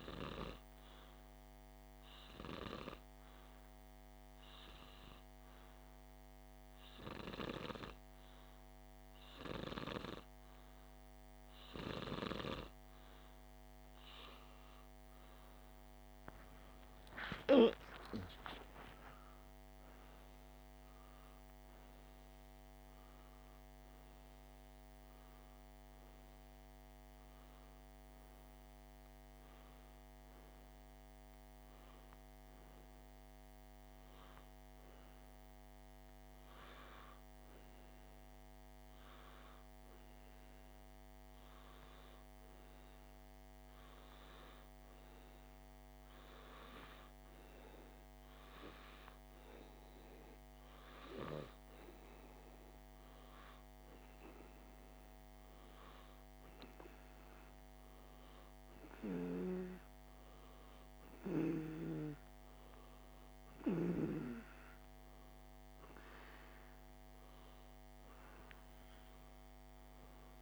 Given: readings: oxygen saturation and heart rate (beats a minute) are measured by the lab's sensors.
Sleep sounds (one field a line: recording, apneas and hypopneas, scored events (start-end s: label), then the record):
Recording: breathing in sleep by a microphone on the trachea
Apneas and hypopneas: 1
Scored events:
0.50-13.00 s: hypopnea (oxygen 97% before, 93% lowest, heart rate 60 before, 49 extreme, up 31 after)
14.00-17.50 s: arousal
28.00-42.00 s: oxygen desaturation (device-marked, oxygen 97% before, 93% lowest, heart rate 60 before, 49 extreme)
From the record:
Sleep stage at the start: N2 (light sleep)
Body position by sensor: on the back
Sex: male